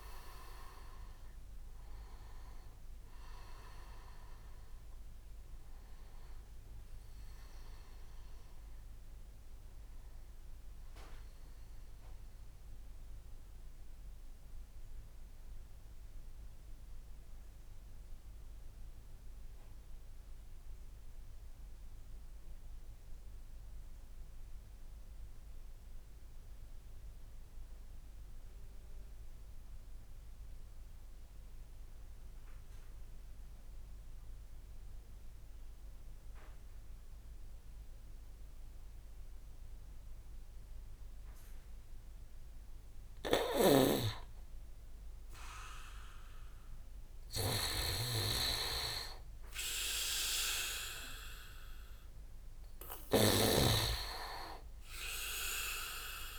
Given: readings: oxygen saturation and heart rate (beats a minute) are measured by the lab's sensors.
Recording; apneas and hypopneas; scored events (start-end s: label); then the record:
breathing in sleep by a room microphone; 1
0.00-8.00 s: oxygen desaturation (device-marked, oxygen 93% lowest)
10.50-41.50 s: mixed apnea (oxygen 97% before, 93% lowest)
12.00-18.00 s: tachycardia (device-marked)
42.00-56.39 s: oxygen desaturation (device-marked, oxygen 100% before, 96% lowest)
42.50-44.00 s: leg movement (device-marked)
43.00-56.39 s: snoring (device-marked)
44.00-47.50 s: arousal
From the record:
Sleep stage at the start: N2 (light sleep); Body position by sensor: on the back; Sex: male